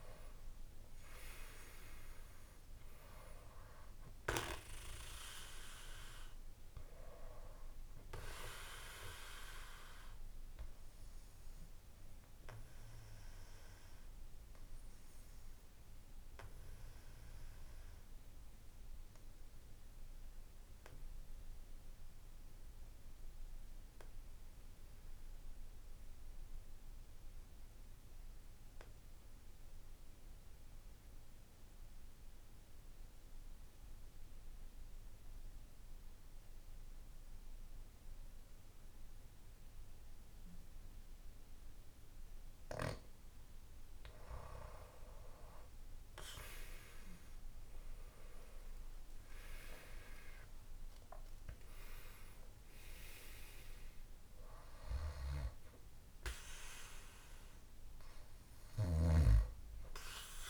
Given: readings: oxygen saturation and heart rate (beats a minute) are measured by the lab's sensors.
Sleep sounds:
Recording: breathing in sleep by a room microphone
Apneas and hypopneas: 1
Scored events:
0.00-26.00 s: oxygen desaturation (device-marked, oxygen 90% lowest, heart rate 56 extreme)
8.00-41.50 s: obstructive apnea (oxygen 98% before, 89% lowest, heart rate 59 before, 55 extreme, up 16 after)
44.50-49.00 s: arousal
50.00-60.50 s: oxygen desaturation (device-marked, oxygen 97% before, 89% lowest, heart rate 60 before, 55 extreme)
From the record:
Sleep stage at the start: N2 (light sleep)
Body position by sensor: on the back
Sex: male

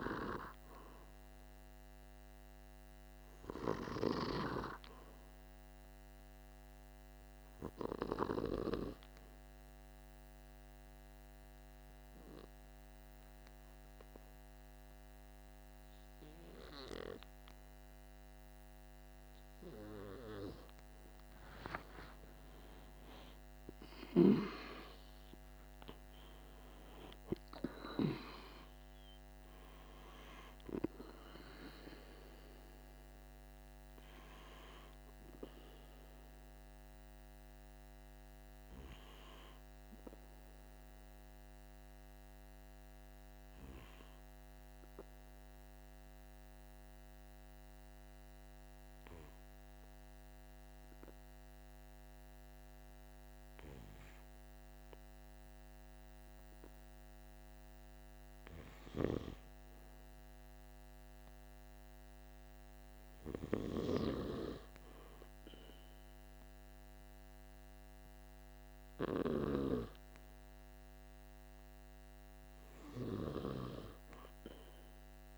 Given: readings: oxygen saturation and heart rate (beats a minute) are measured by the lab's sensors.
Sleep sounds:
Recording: breathing in sleep by a microphone on the trachea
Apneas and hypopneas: 2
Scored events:
0.00-1.50 s: arousal
9.00-20.50 s: obstructive apnea (oxygen 98% before, 94% lowest, heart rate 48 before, 46 extreme, up 4 after)
21.00-25.00 s: arousal
44.50-56.00 s: obstructive apnea (oxygen 95% before, 94% lowest, heart rate 49 before, 46 extreme, up 1 after)
58.00-61.50 s: arousal
From the record:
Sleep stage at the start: N2 (light sleep)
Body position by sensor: on the back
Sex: male

